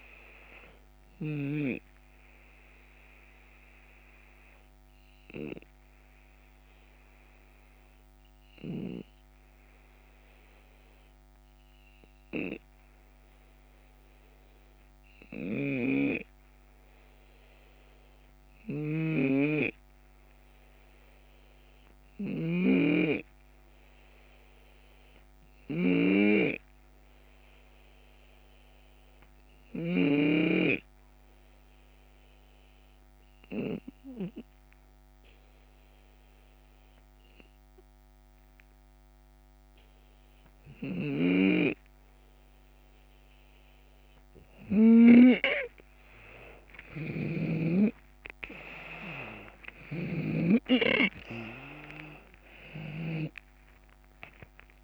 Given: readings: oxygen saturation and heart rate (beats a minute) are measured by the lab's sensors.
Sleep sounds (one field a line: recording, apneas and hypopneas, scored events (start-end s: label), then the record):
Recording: breathing in sleep by a microphone on the trachea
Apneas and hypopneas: 1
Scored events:
0.00-1.00 s: snoring (device-marked)
0.00-3.50 s: drop in pulse transit time (device-marked, heart rate 74 extreme)
0.00-19.50 s: oxygen desaturation (device-marked, oxygen 85% lowest, heart rate 72 extreme)
1.50-43.50 s: obstructive apnea (oxygen 94% before, 85% lowest, heart rate 79 before, 56 extreme, up 9 after)
15.00-29.50 s: snoring (device-marked)
26.50-35.50 s: drop in pulse transit time (device-marked, heart rate 74 before, 74 extreme)
29.50-54.84 s: oxygen desaturation (device-marked, oxygen 96% before, 87% lowest, heart rate 74 before, 56 extreme)
40.50-44.50 s: snoring (device-marked)
46.50-50.00 s: snoring (device-marked)
47.00-52.50 s: arousal
48.50-54.84 s: drop in pulse transit time (device-marked, heart rate 74 before, 79 extreme)
From the record:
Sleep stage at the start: REM sleep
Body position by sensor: on the left side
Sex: male